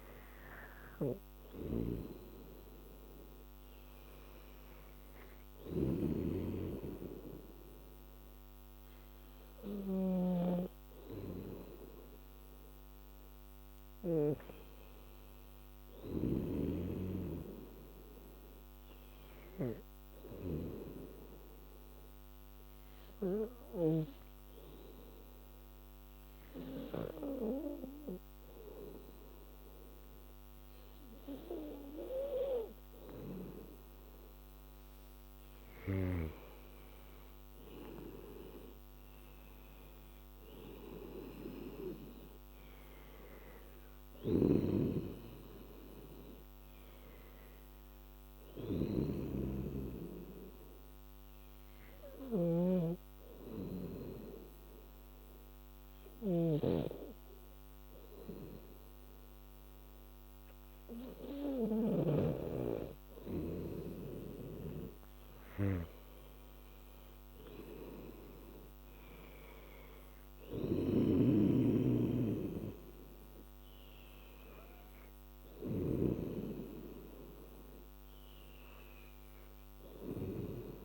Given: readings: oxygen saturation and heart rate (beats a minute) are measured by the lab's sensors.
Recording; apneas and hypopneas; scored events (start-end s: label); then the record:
breathing in sleep by a microphone on the trachea; 2
1.50-16.50 s: snoring (device-marked)
21.50-35.00 s: obstructive apnea (oxygen 97% before, 91% lowest, heart rate 80 before, 74 extreme, up 9 after)
34.50-56.50 s: oxygen desaturation (device-marked, oxygen 95% before, 92% lowest, heart rate 80 before, 68 extreme)
38.00-42.50 s: arousal
44.00-62.50 s: snoring (device-marked)
50.50-64.00 s: obstructive apnea (oxygen 95% before, 91% lowest, heart rate 82 before, 68 extreme, up 2 after)
65.50-69.00 s: arousal
65.50-80.85 s: oxygen desaturation (device-marked, oxygen 97% before, 91% lowest, heart rate 81 before, 68 extreme)
71.00-76.00 s: snoring (device-marked)
From the record:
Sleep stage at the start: N2 (light sleep); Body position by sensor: on the back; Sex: female